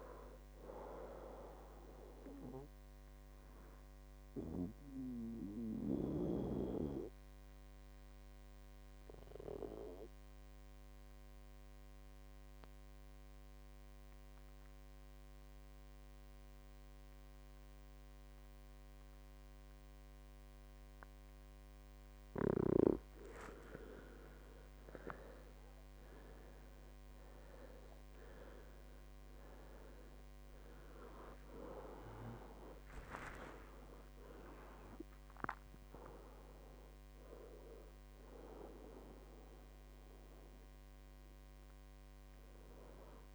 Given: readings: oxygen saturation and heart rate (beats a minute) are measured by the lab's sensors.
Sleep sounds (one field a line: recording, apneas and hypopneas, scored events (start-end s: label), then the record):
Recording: breathing in sleep by a microphone on the trachea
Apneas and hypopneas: 1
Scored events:
0.00-5.50 s: oxygen desaturation (device-marked, oxygen 92% lowest, heart rate 56 extreme)
3.50-23.00 s: obstructive apnea (oxygen 98% before, 94% lowest, heart rate 78 before, 56 extreme, up 23 after)
28.50-43.35 s: oxygen desaturation (device-marked, oxygen 98% before, 94% lowest, heart rate 60 before, 65 extreme)
35.50-43.35 s: new sleep stage, awake
From the record:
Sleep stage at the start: N2 (light sleep)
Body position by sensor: on the back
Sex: male